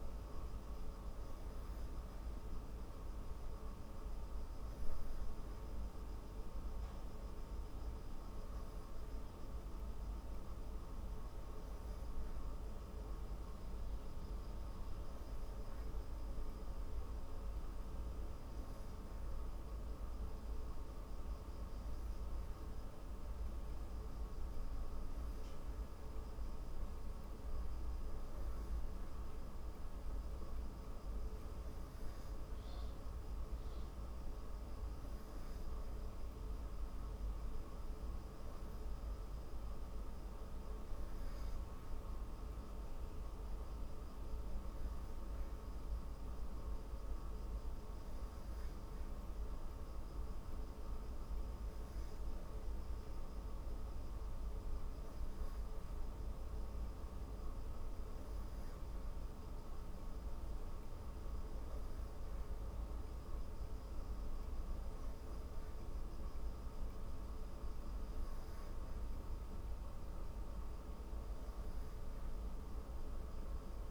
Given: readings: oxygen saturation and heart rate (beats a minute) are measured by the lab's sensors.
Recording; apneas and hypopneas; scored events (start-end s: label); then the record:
breathing in sleep, hard to hear, by a room microphone; none
none scored
From the record:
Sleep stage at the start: N3 (deep sleep); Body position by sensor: on the back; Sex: female